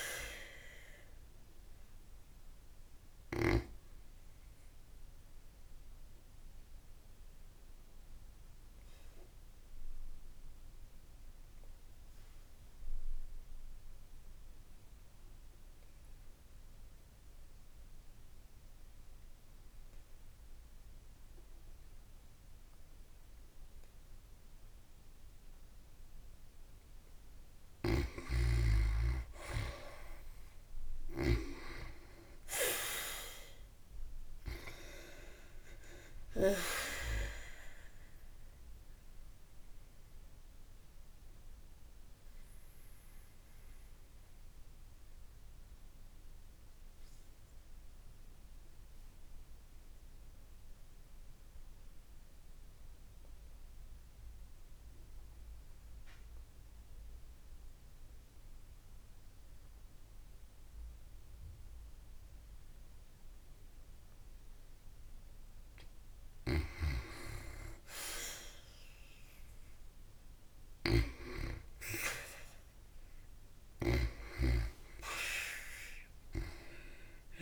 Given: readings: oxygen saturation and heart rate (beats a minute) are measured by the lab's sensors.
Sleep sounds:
breathing in sleep by a room microphone; 2
0.00-6.50 s: oxygen desaturation (device-marked, oxygen 84% lowest, heart rate 51 extreme)
4.00-26.50 s: obstructive apnea (oxygen 95% before, 88% lowest, heart rate 57 before, 51 extreme, up 16 after)
28.50-55.50 s: oxygen desaturation (device-marked, oxygen 97% before, 88% lowest, heart rate 54 before, 53 extreme)
29.00-33.50 s: arousal
39.50-65.00 s: obstructive apnea (oxygen 97% before, 88% lowest, heart rate 58 before, 53 extreme, up 4 after)
68.50-77.42 s: oxygen desaturation (device-marked, oxygen 95% before, 89% lowest, heart rate 55 before, 53 extreme)
69.00-73.50 s: arousal
From the record:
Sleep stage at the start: N2 (light sleep); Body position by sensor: on the back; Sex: female

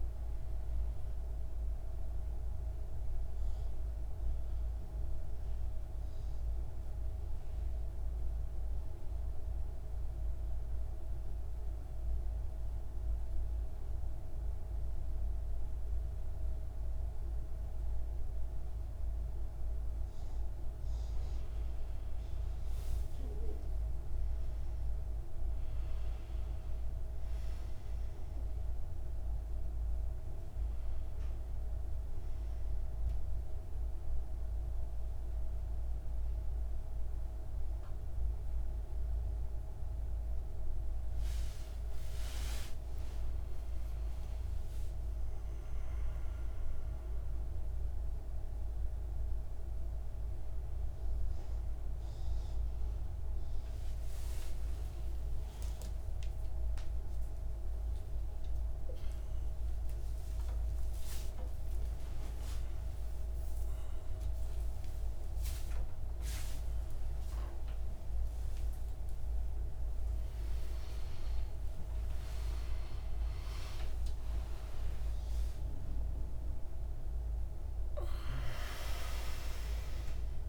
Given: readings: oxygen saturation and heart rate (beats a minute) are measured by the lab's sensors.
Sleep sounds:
a person awake in a sleep study, hard to hear, by a room microphone; 1
0.00-10.50 s: oxygen desaturation (device-marked, oxygen 87% lowest, heart rate 55 extreme)
0.50-19.00 s: central apnea (oxygen 99% before, 87% lowest, heart rate 60 before, 55 extreme, up 13 after)
29.50-80.49 s: new sleep stage, awake
32.50-47.50 s: oxygen desaturation (device-marked, oxygen 97% before, 87% lowest, heart rate 62 before, 56 extreme)
From the record:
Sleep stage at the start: N2 (light sleep); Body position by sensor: on the right side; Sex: male

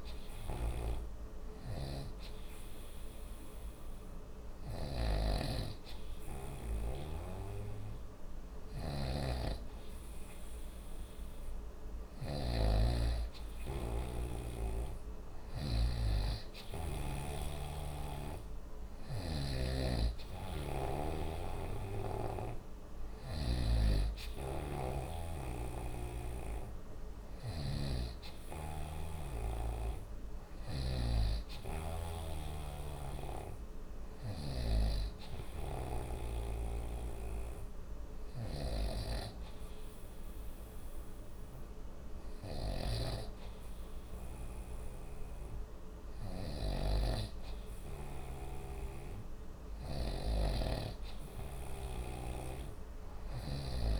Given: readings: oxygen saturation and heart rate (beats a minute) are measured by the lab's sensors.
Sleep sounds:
breathing in sleep by a room microphone; none
0.00-23.50 s: snoring (device-marked)
25.50-34.50 s: snoring (device-marked)
52.00-54.00 s: snoring (device-marked)
From the record:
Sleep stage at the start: N2 (light sleep); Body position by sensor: on the right side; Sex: male

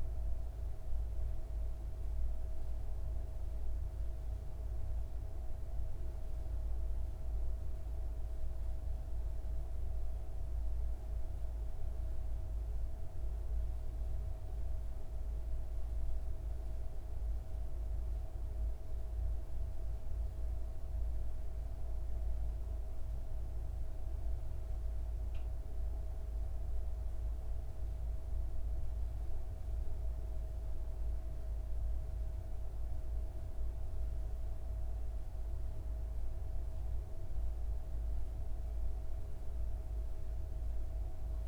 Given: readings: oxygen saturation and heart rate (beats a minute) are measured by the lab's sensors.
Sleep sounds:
breathing in sleep, hard to hear, by a room microphone; none
none scored
From the record:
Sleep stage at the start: N2 (light sleep); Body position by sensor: on the back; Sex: female

